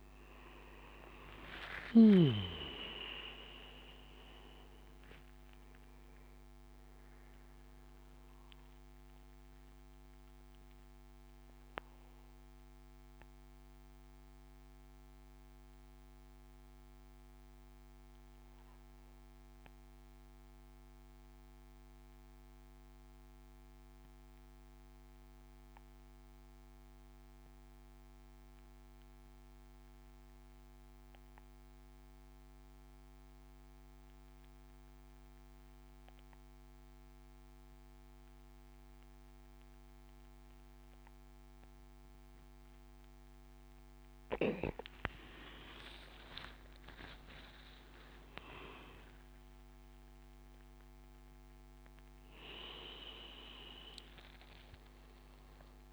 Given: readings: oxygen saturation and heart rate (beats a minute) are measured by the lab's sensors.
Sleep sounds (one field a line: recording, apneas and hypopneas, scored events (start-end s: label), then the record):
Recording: breathing in sleep by a microphone on the trachea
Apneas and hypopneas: 1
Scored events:
0.00-1.50 s: arousal
0.00-16.50 s: oxygen desaturation (device-marked, oxygen 90% lowest, heart rate 59 extreme)
8.00-42.50 s: mixed apnea (oxygen 94% before, 89% lowest, heart rate 79 before, 59 extreme, up 18 after)
37.50-55.93 s: oxygen desaturation (device-marked, oxygen 100% before, 89% lowest, heart rate 70 before, 59 extreme)
45.00-49.50 s: arousal
From the record:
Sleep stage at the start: N2 (light sleep)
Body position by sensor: on the back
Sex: male